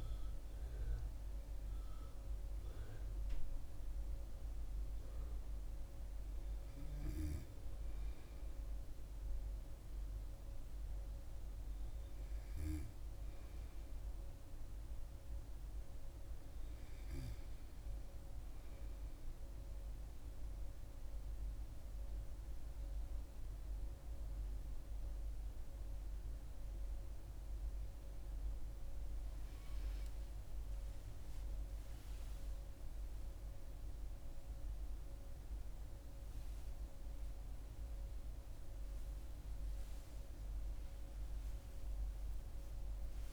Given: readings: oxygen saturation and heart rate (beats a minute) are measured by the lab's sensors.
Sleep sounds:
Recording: a person partly awake in a sleep study, hard to hear, by a room microphone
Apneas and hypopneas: none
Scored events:
26.50-43.33 s: new sleep stage, awake
From the record:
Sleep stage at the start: N2 (light sleep)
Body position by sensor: on the back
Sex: female

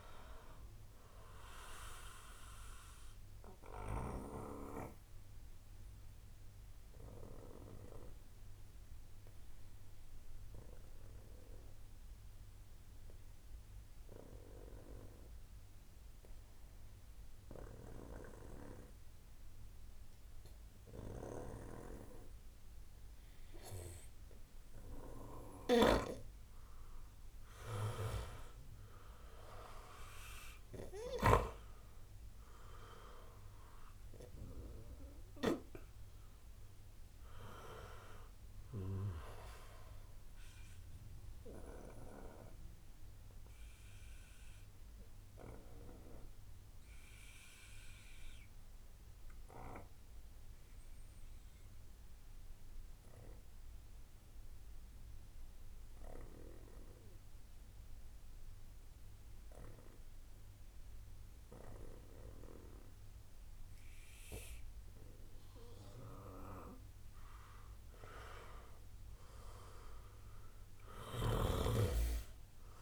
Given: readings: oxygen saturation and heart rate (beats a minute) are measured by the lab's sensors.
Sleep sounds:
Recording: breathing in sleep by a room microphone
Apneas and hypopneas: 2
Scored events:
0.00-1.00 s: arousal
4.50-23.50 s: obstructive apnea (oxygen 97% before, 93% lowest, heart rate 73 before, 62 extreme, up 7 after)
25.50-31.50 s: snoring (device-marked)
26.50-39.50 s: oxygen desaturation (device-marked, oxygen 96% before, 93% lowest, heart rate 66 before, 55 extreme)
28.00-32.00 s: arousal
41.50-65.50 s: obstructive apnea (oxygen 96% before, 93% lowest, heart rate 70 before, 35 extreme, up 2 after)
68.00-71.50 s: arousal
71.00-72.82 s: snoring (device-marked)
From the record:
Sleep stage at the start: N2 (light sleep)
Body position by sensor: on the right side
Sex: male

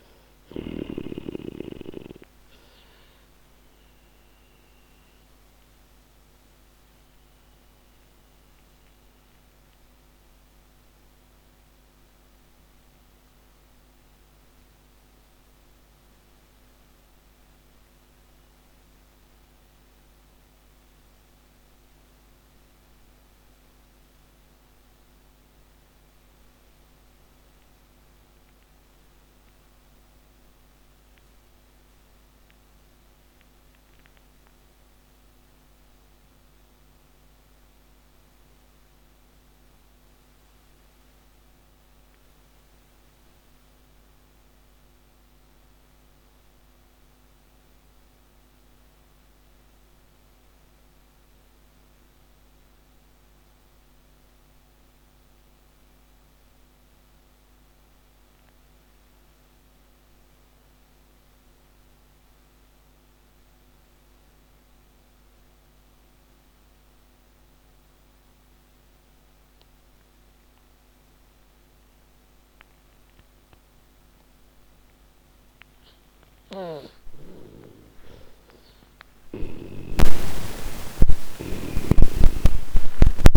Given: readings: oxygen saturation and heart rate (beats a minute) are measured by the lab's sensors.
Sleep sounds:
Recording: breathing in sleep by a microphone on the trachea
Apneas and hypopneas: 1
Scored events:
0.00-35.00 s: oxygen desaturation (device-marked, oxygen 78% lowest, heart rate 64 extreme)
4.00-76.00 s: mixed apnea (oxygen 97% before, 78% lowest)
62.00-83.37 s: oxygen desaturation (device-marked, oxygen 98% before, 82% lowest, heart rate 106 before, 41 extreme)
77.00-82.50 s: arousal
From the record:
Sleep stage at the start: N2 (light sleep)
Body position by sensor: on the back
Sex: male

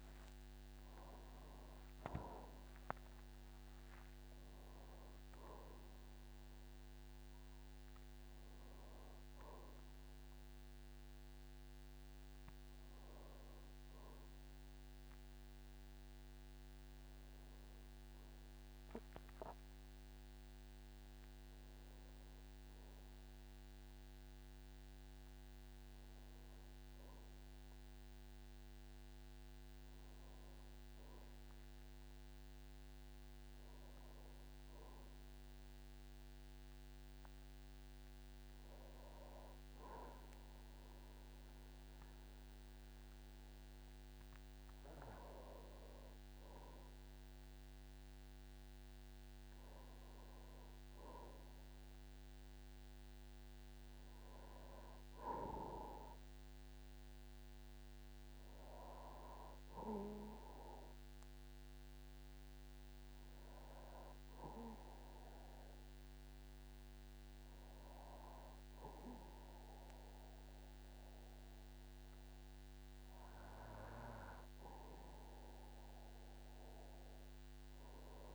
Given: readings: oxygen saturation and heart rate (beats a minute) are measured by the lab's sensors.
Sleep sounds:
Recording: breathing in sleep by a microphone on the trachea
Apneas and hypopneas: none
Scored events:
0.00-20.00 s: oxygen desaturation (device-marked, oxygen 88% lowest, heart rate 53 extreme)
38.00-78.35 s: new sleep stage, N2 (light sleep)
From the record:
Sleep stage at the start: N1 (lightest sleep)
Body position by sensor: on the back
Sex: male

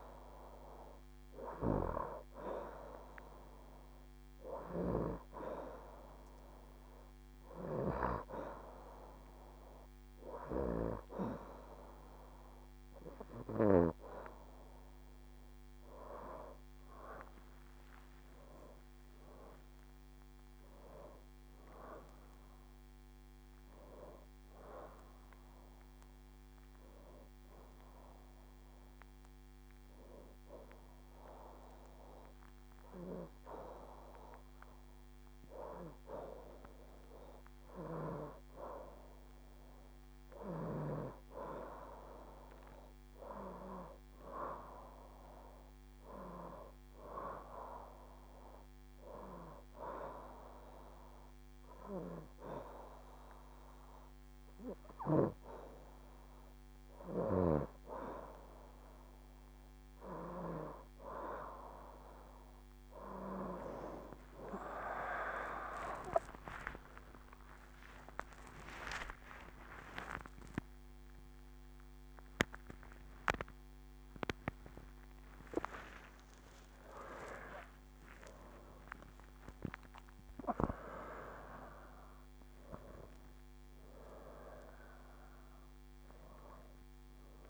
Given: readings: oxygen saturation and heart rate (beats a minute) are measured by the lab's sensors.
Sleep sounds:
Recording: a person partly awake in a sleep study, by a microphone on the trachea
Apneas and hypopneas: 3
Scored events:
3.50-16.00 s: hypopnea (oxygen 95% before, 90% lowest, heart rate 73 before, 70 extreme, up 3 after)
18.00-22.50 s: arousal
27.50-38.00 s: hypopnea (oxygen 94% before, 88% lowest, heart rate 75 before, 70 extreme, up 5 after)
39.50-44.50 s: arousal
50.00-61.00 s: hypopnea (oxygen 95% before, 88% lowest, heart rate 73 before, 73 extreme)
56.00-86.00 s: new sleep stage, awake
65.50-67.50 s: long interval between heartbeats (device-marked, heart rate 75 before, 91 extreme)
67.50-69.50 s: long interval between heartbeats (device-marked, heart rate 78 before, 122 extreme)
71.00-87.00 s: oxygen desaturation (device-marked, oxygen 94% before, 88% lowest, heart rate 91 before, 71 extreme)
73.00-75.00 s: long interval between heartbeats (device-marked, heart rate 97 before, 108 extreme)
86.00-87.50 s: new sleep stage, N2 (light sleep)
From the record:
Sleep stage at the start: N2 (light sleep)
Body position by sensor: on the right side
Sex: female

